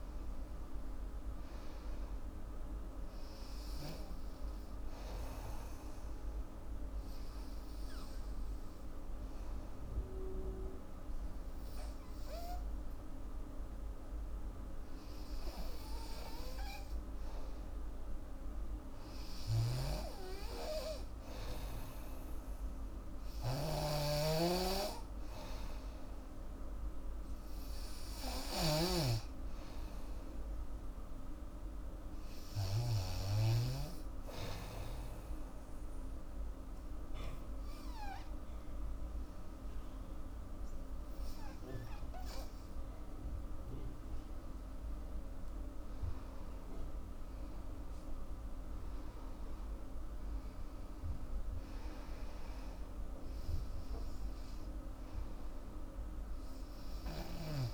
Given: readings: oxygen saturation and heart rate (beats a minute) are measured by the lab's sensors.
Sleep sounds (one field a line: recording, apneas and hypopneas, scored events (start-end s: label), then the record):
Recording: breathing in sleep by a room microphone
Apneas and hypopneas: 2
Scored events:
0.00-3.50 s: oxygen desaturation (device-marked, oxygen 92% lowest, heart rate 77 extreme)
5.50-18.00 s: obstructive apnea (oxygen 97% before, 93% lowest, heart rate 84 before, 77 extreme, up 11 after)
19.50-31.50 s: oxygen desaturation (device-marked, oxygen 97% before, 93% lowest, heart rate 81 before, 78 extreme)
19.50-34.00 s: snoring (device-marked)
20.50-24.00 s: arousal
35.00-45.00 s: obstructive apnea (oxygen 97% before, 91% lowest, heart rate 84 before, 78 extreme, up 12 after)
47.00-51.00 s: arousal
From the record:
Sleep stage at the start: N2 (light sleep)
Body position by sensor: on the back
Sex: female